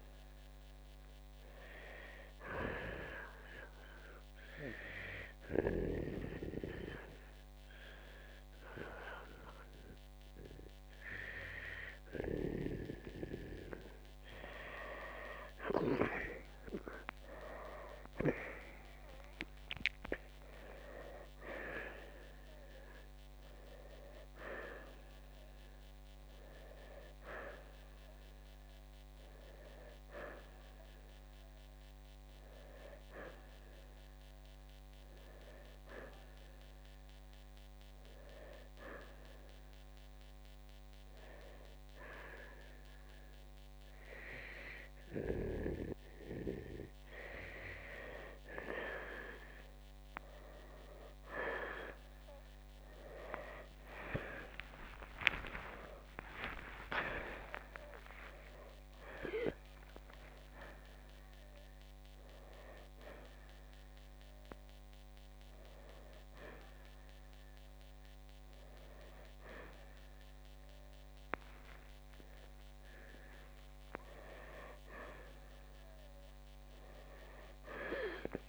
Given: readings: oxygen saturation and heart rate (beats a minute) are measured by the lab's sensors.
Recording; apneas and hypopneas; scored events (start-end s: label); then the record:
breathing in sleep by a microphone on the trachea; 2
0.00-1.50 s: oxygen desaturation (device-marked, oxygen 87% lowest, heart rate 60 extreme)
4.00-14.00 s: hypopnea (oxygen 94% before, 86% lowest, heart rate 62 before, 63 extreme, up 8 after)
9.50-28.50 s: oxygen desaturation (device-marked, oxygen 94% before, 89% lowest, heart rate 65 before, 61 extreme)
16.50-20.50 s: arousal
34.50-52.50 s: oxygen desaturation (device-marked, oxygen 90% before, 86% lowest, heart rate 66 before, 61 extreme)
35.00-48.00 s: hypopnea (oxygen 94% before, 86% lowest, heart rate 66 before, 61 extreme, up 17 after)
52.50-58.50 s: arousal
65.50-78.49 s: oxygen desaturation (device-marked, oxygen 93% before, 87% lowest, heart rate 77 before, 61 extreme)
72.00-77.00 s: arousal
From the record:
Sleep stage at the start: N2 (light sleep); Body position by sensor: on the right side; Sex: male